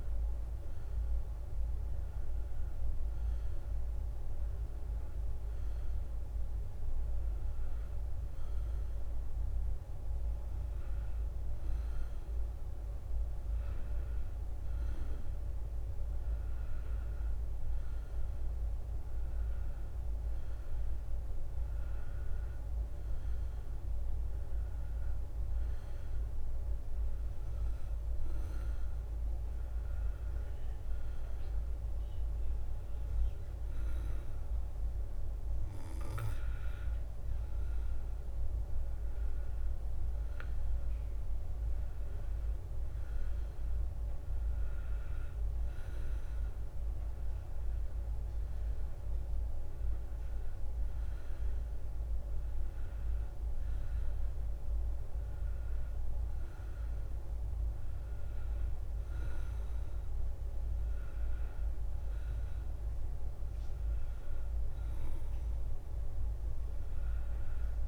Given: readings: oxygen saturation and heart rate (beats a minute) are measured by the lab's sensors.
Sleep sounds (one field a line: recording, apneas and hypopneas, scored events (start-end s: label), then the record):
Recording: a person partly awake in a sleep study, hard to hear, by a room microphone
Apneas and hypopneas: none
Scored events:
3.50-67.87 s: new sleep stage, N1 (lightest sleep)
23.50-44.50 s: drop in pulse transit time (device-marked, heart rate 69 before, 68 extreme)
From the record:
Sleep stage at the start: awake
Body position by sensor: on the back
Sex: male